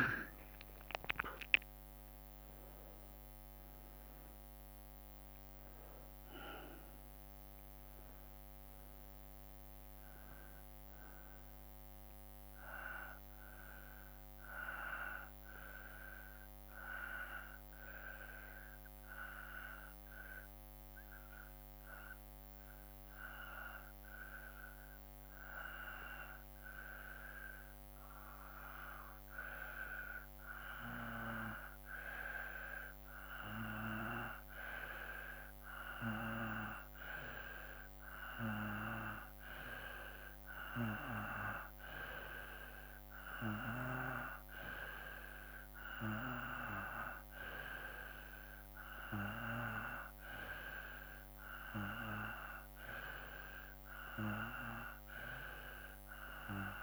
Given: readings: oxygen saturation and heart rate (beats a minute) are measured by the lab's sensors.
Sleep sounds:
breathing in sleep by a microphone on the trachea; 1
1.00-15.00 s: drop in pulse transit time (device-marked, heart rate 58 before, 53 extreme)
14.00-30.50 s: hypopnea (oxygen 92% before, 91% lowest, heart rate 58 before, 53 extreme, up 2 after)
33.00-36.50 s: arousal
From the record:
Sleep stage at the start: N2 (light sleep); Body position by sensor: on the back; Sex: male

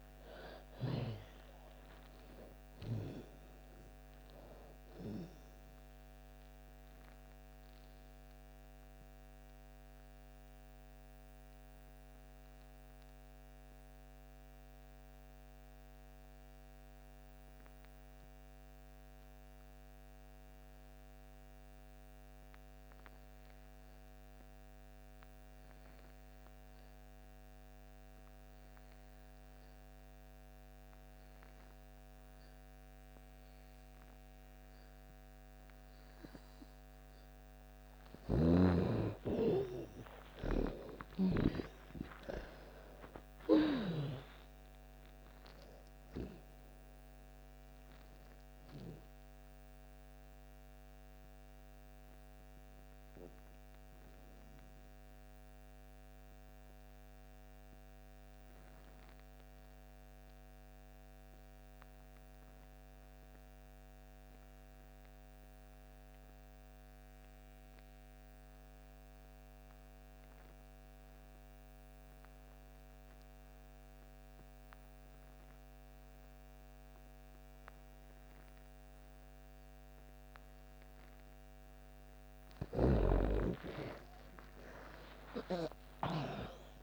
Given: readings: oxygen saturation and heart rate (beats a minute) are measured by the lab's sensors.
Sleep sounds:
breathing in sleep by a microphone on the trachea; 2
0.00-1.00 s: arousal
0.00-23.50 s: oxygen desaturation (device-marked, oxygen 81% lowest)
6.50-37.00 s: mixed apnea (oxygen 99% before, 76% lowest)
31.50-68.50 s: oxygen desaturation (device-marked, oxygen 98% before, 78% lowest)
37.50-41.00 s: snoring (device-marked)
40.00-43.50 s: arousal
48.50-81.50 s: mixed apnea (oxygen 98% before, 74% lowest)
70.50-86.83 s: oxygen desaturation (device-marked, oxygen 98% before, 74% lowest)
84.50-86.83 s: arousal
From the record:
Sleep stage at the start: N2 (light sleep); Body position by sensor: on the back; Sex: female

